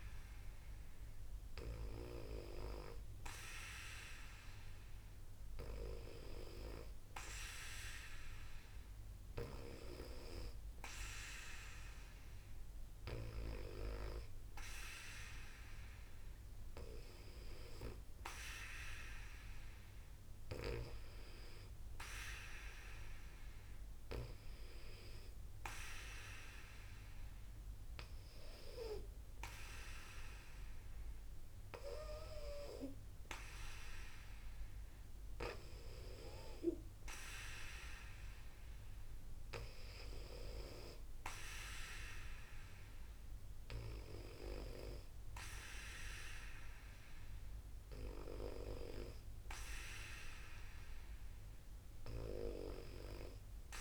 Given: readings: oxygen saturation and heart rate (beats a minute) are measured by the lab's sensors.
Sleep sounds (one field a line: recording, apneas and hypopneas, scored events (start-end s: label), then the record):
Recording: breathing in sleep by a room microphone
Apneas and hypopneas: none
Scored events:
9.00-13.00 s: snoring (device-marked)
From the record:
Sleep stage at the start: N2 (light sleep)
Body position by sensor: on the back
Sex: female